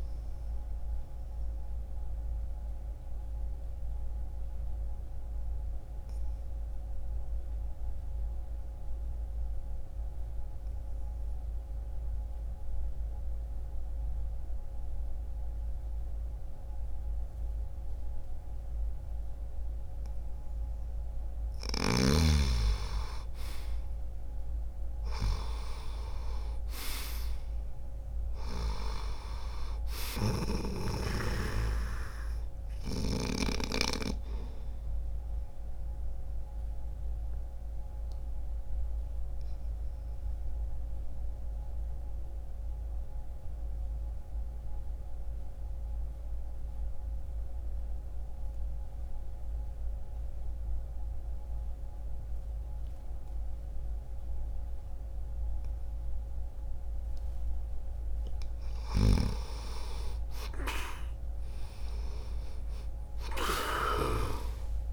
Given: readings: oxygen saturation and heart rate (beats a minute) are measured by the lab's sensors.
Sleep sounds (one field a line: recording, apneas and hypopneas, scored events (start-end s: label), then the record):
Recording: breathing in sleep by a room microphone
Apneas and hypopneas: 2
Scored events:
0.00-20.00 s: oxygen desaturation (device-marked, oxygen 86% lowest, heart rate 60 extreme)
1.00-21.00 s: obstructive apnea (oxygen 97% before, 85% lowest, heart rate 65 before, 60 extreme, up 2 after)
23.00-28.00 s: arousal
30.00-55.00 s: oxygen desaturation (device-marked, oxygen 97% before, 85% lowest, heart rate 62 before, 60 extreme)
36.50-57.00 s: obstructive apnea (oxygen 97% before, 85% lowest, heart rate 62 before, 59 extreme, up 1 after)
58.50-62.50 s: arousal
From the record:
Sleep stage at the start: N2 (light sleep)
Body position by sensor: on the right side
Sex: male